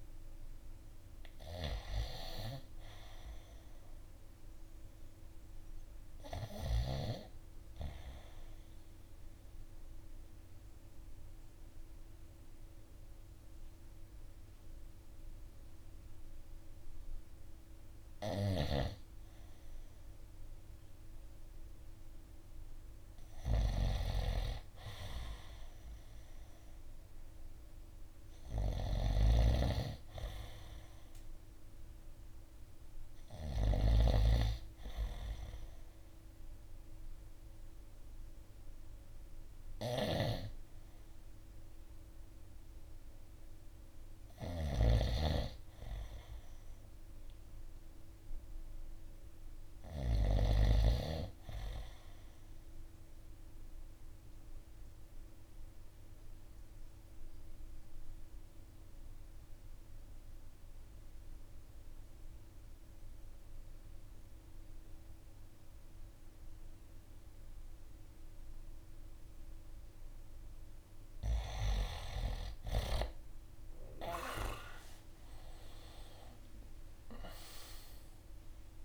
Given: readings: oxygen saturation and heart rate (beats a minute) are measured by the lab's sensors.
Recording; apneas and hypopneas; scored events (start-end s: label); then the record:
breathing in sleep by a room microphone; 2
7.50-18.50 s: obstructive apnea (oxygen 96% before, 91% lowest, heart rate 55 before, 51 extreme, up 3 after)
7.50-19.50 s: oxygen desaturation (device-marked, oxygen 95% before, 91% lowest, heart rate 55 before, 51 extreme)
17.50-50.00 s: snoring (device-marked)
21.00-24.50 s: arousal
37.50-54.50 s: oxygen desaturation (device-marked, oxygen 96% before, 93% lowest, heart rate 54 before, 51 extreme)
53.00-70.00 s: obstructive apnea (oxygen 97% before, 90% lowest, heart rate 54 before, 51 extreme, up 8 after)
74.50-78.50 s: arousal
From the record:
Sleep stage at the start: N2 (light sleep); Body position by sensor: on the right side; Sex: male